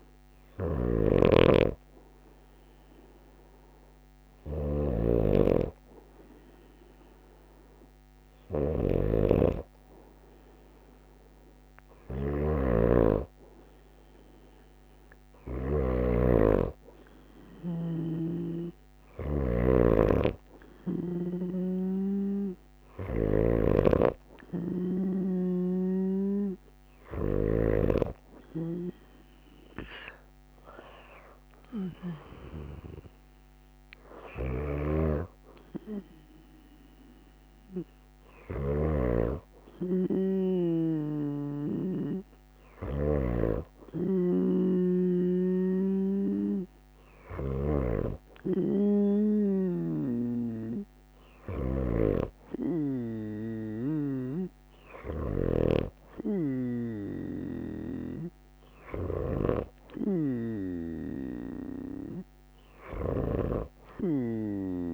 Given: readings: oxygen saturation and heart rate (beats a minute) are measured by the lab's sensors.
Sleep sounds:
breathing in sleep by a microphone on the trachea; none
none scored
From the record:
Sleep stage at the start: N2 (light sleep); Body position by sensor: on the right side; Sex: female

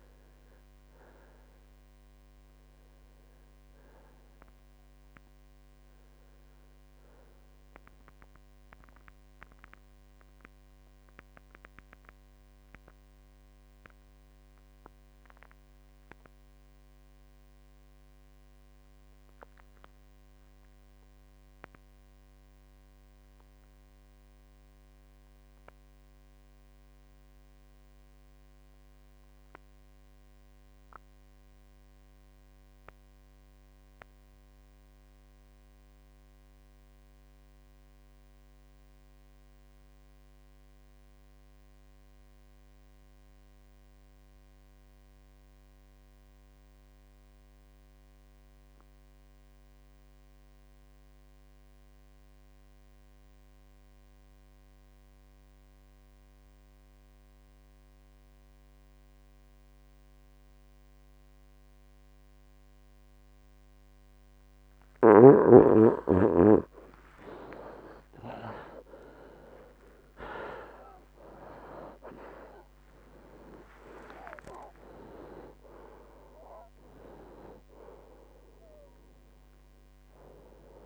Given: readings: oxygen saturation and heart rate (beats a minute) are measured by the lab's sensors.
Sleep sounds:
breathing in sleep by a microphone on the trachea; 1
0.00-24.00 s: oxygen desaturation (device-marked, oxygen 71% lowest, heart rate 55 extreme)
8.50-64.00 s: mixed apnea (oxygen 86% before, 67% lowest, heart rate 79 before, 53 extreme, up 27 after)
31.00-80.86 s: oxygen desaturation (device-marked, oxygen 98% before, 67% lowest, heart rate 74 before, 53 extreme)
68.50-73.50 s: arousal
From the record:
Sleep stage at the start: N2 (light sleep); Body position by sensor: on the right side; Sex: male

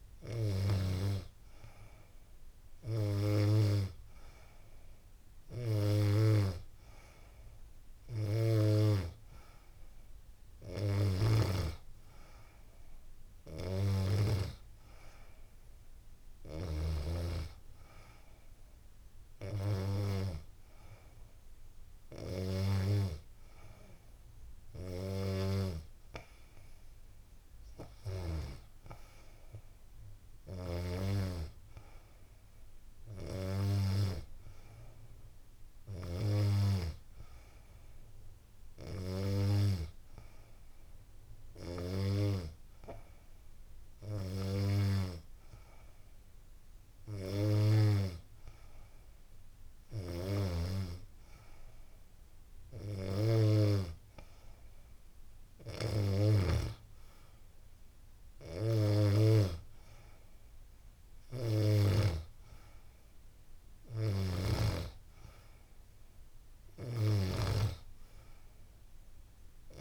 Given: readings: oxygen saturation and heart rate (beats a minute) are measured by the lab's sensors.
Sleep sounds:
breathing in sleep by a room microphone; none
none scored
From the record:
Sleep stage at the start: N2 (light sleep); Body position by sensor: on the back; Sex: female

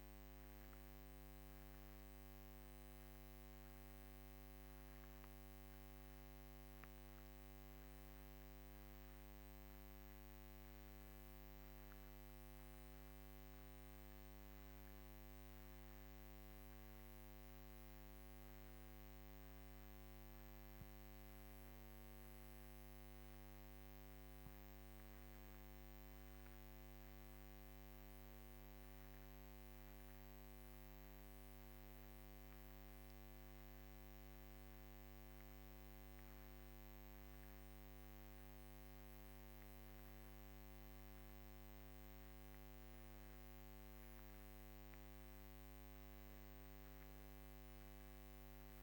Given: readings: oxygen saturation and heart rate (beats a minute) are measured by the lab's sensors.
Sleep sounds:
a person awake in a sleep study, hard to hear, by a microphone on the trachea; none
none scored
From the record:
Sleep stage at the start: awake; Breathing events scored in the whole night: 100 in 5.5 hours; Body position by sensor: on the back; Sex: female

